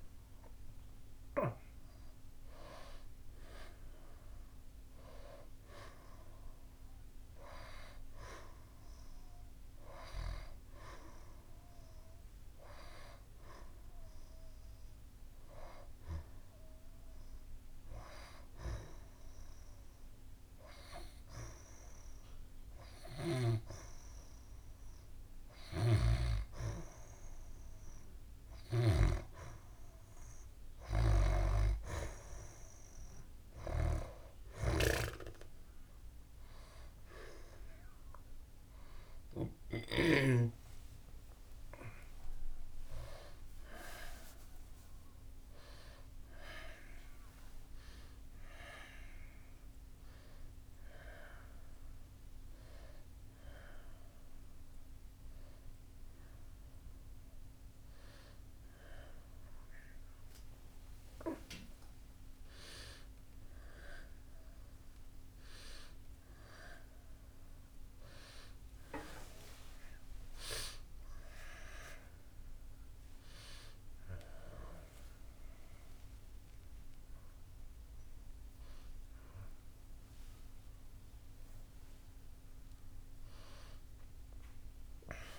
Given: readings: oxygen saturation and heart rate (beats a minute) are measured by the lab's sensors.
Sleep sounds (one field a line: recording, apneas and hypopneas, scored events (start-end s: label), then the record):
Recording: a person partly awake in a sleep study, by a room microphone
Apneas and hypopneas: 1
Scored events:
0.00-1.50 s: arousal
16.00-27.00 s: hypopnea (oxygen 93% before, 88% lowest, heart rate 85 before, 78 extreme, up 2 after)
37.00-51.00 s: oxygen desaturation (device-marked, oxygen 93% before, 88% lowest, heart rate 79 before, 80 extreme)
47.00-49.00 s: long interval between heartbeats (device-marked, heart rate 82 before, 102 extreme)
51.00-81.00 s: new sleep stage, awake
61.00-63.00 s: long interval between heartbeats (device-marked, heart rate 90 before, 104 extreme)
81.00-85.39 s: new sleep stage, N2 (light sleep)
From the record:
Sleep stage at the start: N2 (light sleep)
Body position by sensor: on the back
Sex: female